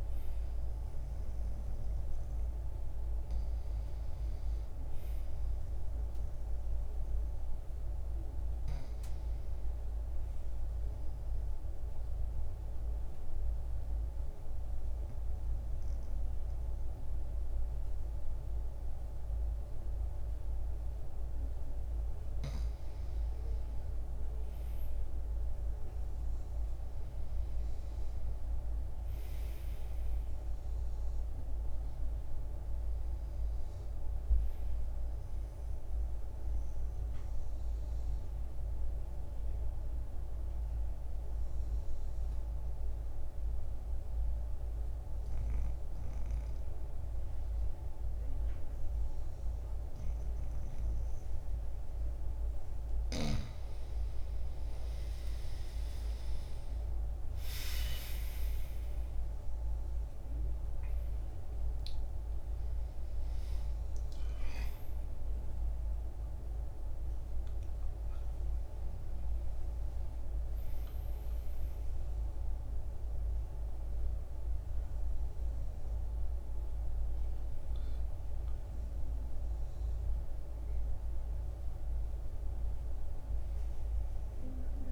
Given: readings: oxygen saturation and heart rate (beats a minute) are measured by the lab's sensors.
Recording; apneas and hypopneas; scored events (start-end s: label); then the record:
breathing in sleep, hard to hear, by a room microphone; 2
4.50-8.50 s: arousal
5.50-16.50 s: oxygen desaturation (device-marked, oxygen 95% before, 90% lowest, heart rate 63 before, 60 extreme)
11.00-22.00 s: obstructive apnea (oxygen 95% before, 86% lowest, heart rate 63 before, 60 extreme, up 5 after)
24.00-29.50 s: arousal
30.50-47.50 s: oxygen desaturation (device-marked, oxygen 93% before, 87% lowest, heart rate 62 before, 61 extreme)
36.00-52.50 s: obstructive apnea (oxygen 93% before, 86% lowest, heart rate 62 before, 61 extreme, up 2 after)
54.50-60.00 s: arousal
55.50-82.50 s: oxygen desaturation (device-marked, oxygen 96% before, 86% lowest, heart rate 63 before, 61 extreme)
83.50-84.91 s: arousal
From the record:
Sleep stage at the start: N2 (light sleep); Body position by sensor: on the right side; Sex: male